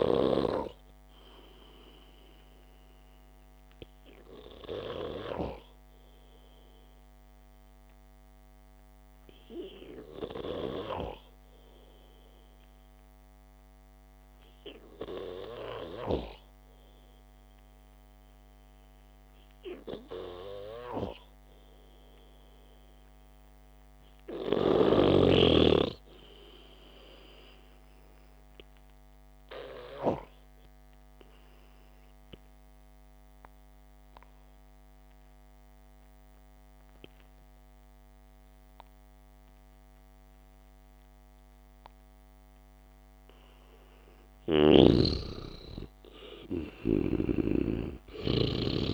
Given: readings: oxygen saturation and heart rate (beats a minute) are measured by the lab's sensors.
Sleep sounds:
breathing in sleep by a microphone on the trachea; 2
2.00-24.00 s: hypopnea (oxygen 99% before, 92% lowest, heart rate 61 before, 56 extreme, up 1 after)
25.00-28.50 s: arousal
34.00-44.50 s: obstructive apnea (oxygen 97% before, 92% lowest, heart rate 62 before, 57 extreme, up 3 after)
45.00-48.94 s: snoring (device-marked)
46.50-48.94 s: arousal
47.00-48.94 s: oxygen desaturation (device-marked, oxygen 95% before, 92% lowest, heart rate 61 before, 56 extreme)
From the record:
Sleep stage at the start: N2 (light sleep); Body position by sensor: on the back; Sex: male

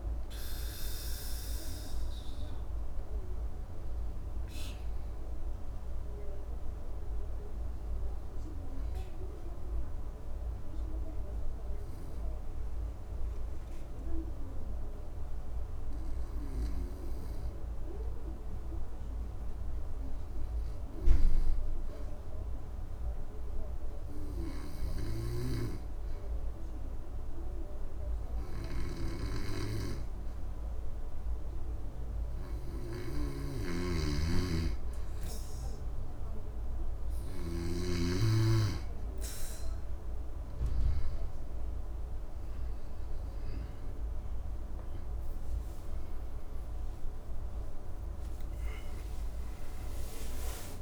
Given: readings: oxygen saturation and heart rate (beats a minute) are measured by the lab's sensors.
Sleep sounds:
breathing in sleep by a room microphone; 1
0.00-10.00 s: oxygen desaturation (device-marked, oxygen 91% lowest, heart rate 65 extreme)
5.50-33.50 s: obstructive apnea (oxygen 97% before, 89% lowest, heart rate 71 before, 65 extreme, up 5 after)
29.00-50.82 s: oxygen desaturation (device-marked, oxygen 98% before, 89% lowest, heart rate 67 before, 71 extreme)
33.00-37.50 s: snoring (device-marked)
45.00-49.50 s: arousal
From the record:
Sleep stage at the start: N2 (light sleep); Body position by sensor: on the back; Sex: male

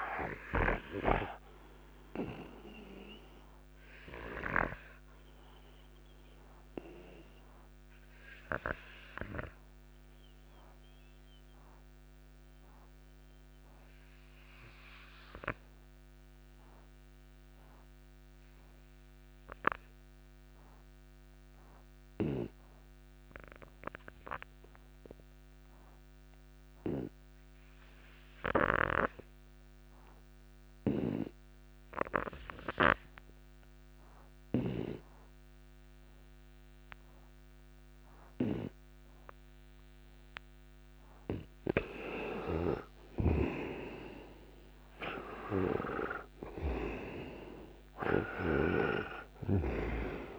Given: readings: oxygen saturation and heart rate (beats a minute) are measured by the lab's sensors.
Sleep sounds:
breathing in sleep by a microphone on the trachea; 1
0.00-21.50 s: oxygen desaturation (device-marked, oxygen 87% lowest, heart rate 57 extreme)
2.00-40.00 s: obstructive apnea (oxygen 99% before, 82% lowest, heart rate 63 before, 57 extreme, up 10 after)
35.50-50.39 s: oxygen desaturation (device-marked, oxygen 98% before, 82% lowest, heart rate 59 before, 56 extreme)
42.00-45.50 s: arousal
43.00-48.50 s: snoring (device-marked)
From the record:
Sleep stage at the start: N2 (light sleep); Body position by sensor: on the right side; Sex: male

